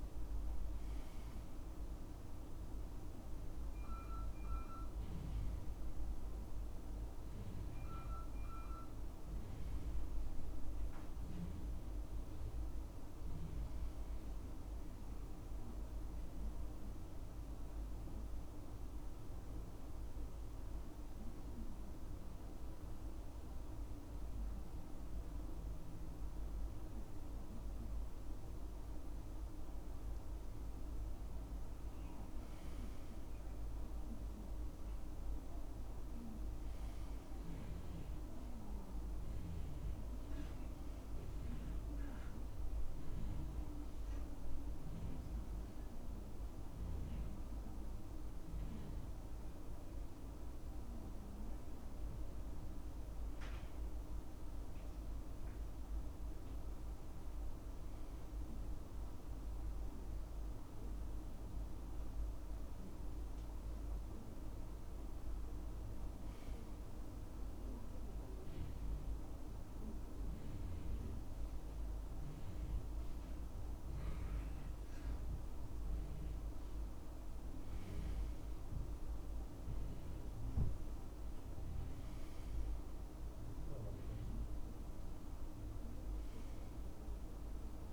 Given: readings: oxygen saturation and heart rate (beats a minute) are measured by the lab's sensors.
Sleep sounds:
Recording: breathing in sleep, hard to hear, by a room microphone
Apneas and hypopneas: 3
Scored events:
9.00-11.00 s: long interval between heartbeats (device-marked, heart rate 68 before, 67 extreme)
11.00-14.50 s: arousal
18.50-31.50 s: mixed apnea (oxygen 97% before, 91% lowest, heart rate 68 before, 63 extreme, up 6 after)
33.50-36.50 s: arousal
41.00-57.00 s: oxygen desaturation (device-marked, oxygen 97% before, 92% lowest, heart rate 66 before, 66 extreme)
41.50-52.00 s: mixed apnea (oxygen 97% before, 91% lowest, heart rate 66 before, 66 extreme, up 2 after)
57.00-60.50 s: arousal
67.00-77.00 s: central apnea (oxygen 97% before, 91% lowest, heart rate 67 before, 64 extreme, up 1 after)
78.50-82.00 s: arousal
From the record:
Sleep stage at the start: N2 (light sleep)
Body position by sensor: on the right side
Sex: male

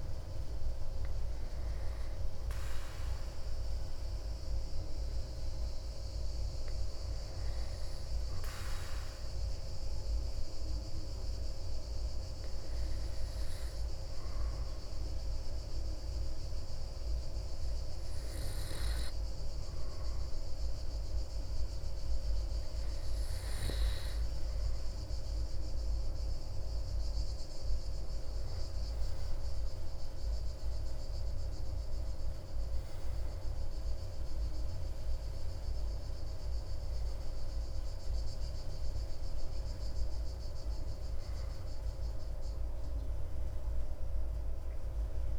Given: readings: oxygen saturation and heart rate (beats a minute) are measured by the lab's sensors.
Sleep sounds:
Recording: breathing in sleep, hard to hear, by a room microphone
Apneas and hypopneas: 1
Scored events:
1.00-24.50 s: hypopnea (oxygen 99% before, 95% lowest)
26.50-30.50 s: arousal
From the record:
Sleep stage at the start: N2 (light sleep)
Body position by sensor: on the back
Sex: male

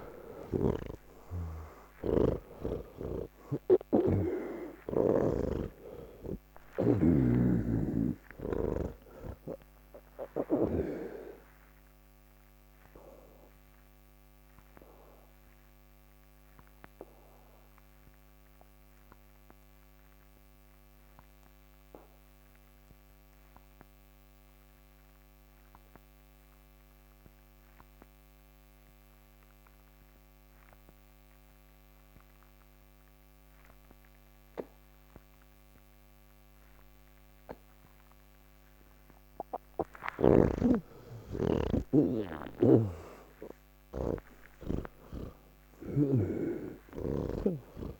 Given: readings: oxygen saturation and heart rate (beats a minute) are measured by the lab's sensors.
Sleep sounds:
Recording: breathing in sleep by a microphone on the trachea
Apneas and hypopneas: 1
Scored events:
0.00-5.50 s: snoring (device-marked)
0.00-27.50 s: oxygen desaturation (device-marked, oxygen 82% lowest, heart rate 133 extreme)
14.00-38.50 s: obstructive apnea (oxygen 98% before, 82% lowest, heart rate 179 before, 133 extreme, up 34 after)
35.50-45.50 s: oxygen desaturation (device-marked, oxygen 99% before, 90% lowest, heart rate 177 before, 136 extreme)
42.50-48.00 s: snoring (device-marked)
From the record:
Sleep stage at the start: N2 (light sleep)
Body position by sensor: on the back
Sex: male

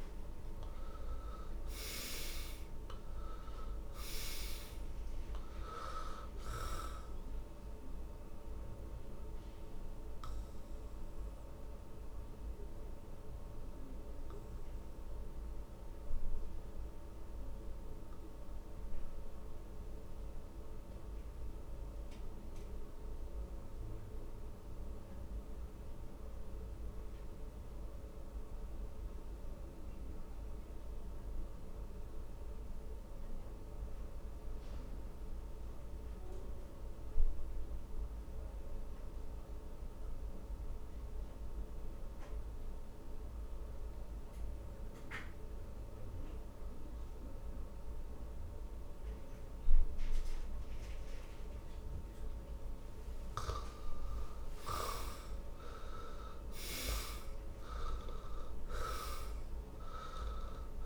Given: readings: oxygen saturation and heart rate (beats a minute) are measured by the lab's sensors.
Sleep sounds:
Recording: breathing in sleep by a room microphone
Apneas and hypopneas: 1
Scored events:
0.00-2.00 s: arousal
0.50-39.50 s: oxygen desaturation (device-marked, oxygen 98% before, 82% lowest, heart rate 57 before, 49 extreme)
8.00-53.00 s: obstructive apnea (oxygen 98% before, 78% lowest, heart rate 63 before, 49 extreme, up 17 after)
55.00-59.00 s: arousal
55.50-60.86 s: oxygen desaturation (device-marked, oxygen 97% before, 78% lowest, heart rate 55 before, 54 extreme)
From the record:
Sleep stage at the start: N2 (light sleep)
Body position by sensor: on the back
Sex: male

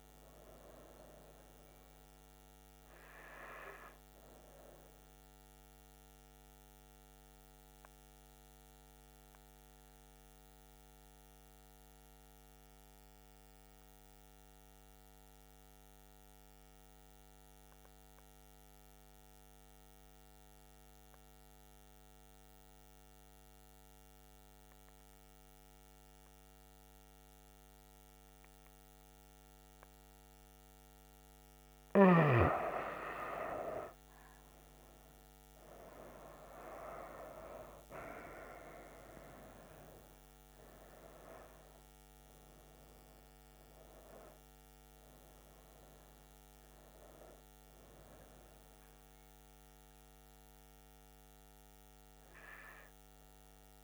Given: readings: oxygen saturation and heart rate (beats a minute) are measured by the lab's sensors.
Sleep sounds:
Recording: breathing in sleep by a microphone on the trachea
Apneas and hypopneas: 1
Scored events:
6.00-30.00 s: mixed apnea (oxygen 96% before, 90% lowest, heart rate 79 before, 64 extreme, up 7 after)
28.00-53.84 s: oxygen desaturation (device-marked, oxygen 97% before, 90% lowest, heart rate 68 before, 64 extreme)
34.00-38.50 s: arousal
From the record:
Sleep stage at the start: N2 (light sleep)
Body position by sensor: on the right side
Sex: female

